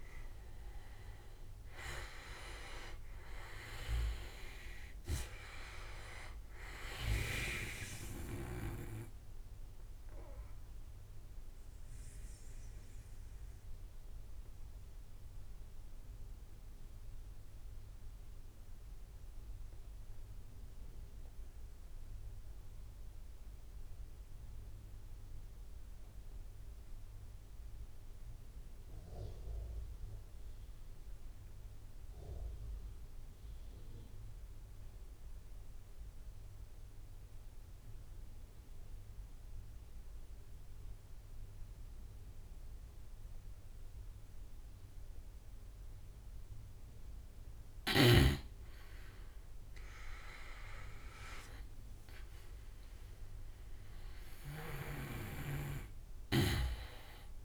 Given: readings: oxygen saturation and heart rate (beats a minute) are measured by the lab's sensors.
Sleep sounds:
breathing in sleep by a room microphone; 1
0.00-3.00 s: arousal
0.00-22.50 s: oxygen desaturation (device-marked, oxygen 85% lowest)
10.00-45.00 s: obstructive apnea (oxygen 98% before, 85% lowest)
47.50-57.45 s: oxygen desaturation (device-marked, oxygen 95% before, 89% lowest)
48.50-52.00 s: arousal
53.50-57.45 s: snoring (device-marked)
From the record:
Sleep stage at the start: N2 (light sleep); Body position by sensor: on the right side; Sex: male

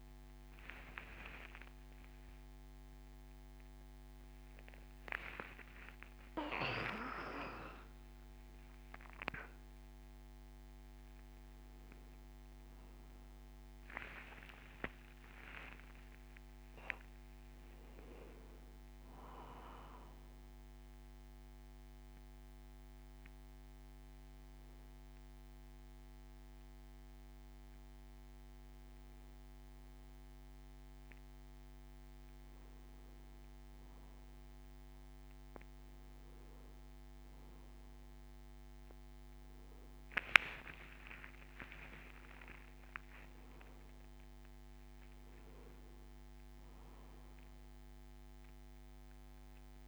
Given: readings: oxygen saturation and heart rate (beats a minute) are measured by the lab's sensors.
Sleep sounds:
a person awake in a sleep study, by a microphone on the trachea; none
48.50-49.88 s: new sleep stage, N1 (lightest sleep)
From the record:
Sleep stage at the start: awake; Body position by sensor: on the back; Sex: male

